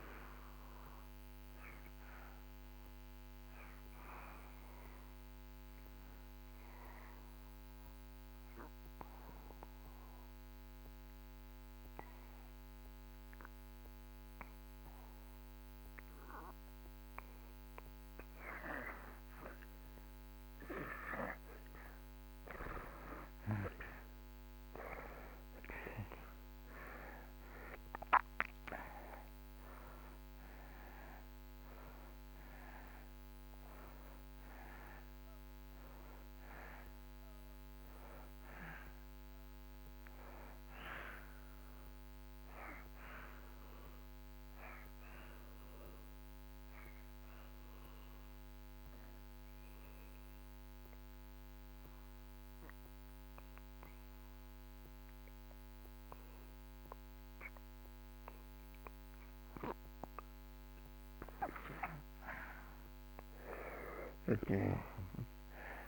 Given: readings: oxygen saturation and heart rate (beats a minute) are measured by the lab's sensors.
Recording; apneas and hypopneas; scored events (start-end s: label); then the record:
breathing in sleep by a microphone on the trachea; 2
0.00-14.50 s: oxygen desaturation (device-marked, oxygen 83% lowest)
5.00-17.50 s: obstructive apnea (oxygen 95% before, 81% lowest)
23.50-29.00 s: arousal
26.50-55.50 s: oxygen desaturation (device-marked, oxygen 95% before, 81% lowest)
44.50-59.00 s: obstructive apnea (oxygen 95% before, 82% lowest)
61.00-65.88 s: arousal
From the record:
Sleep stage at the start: N2 (light sleep); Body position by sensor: on the back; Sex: male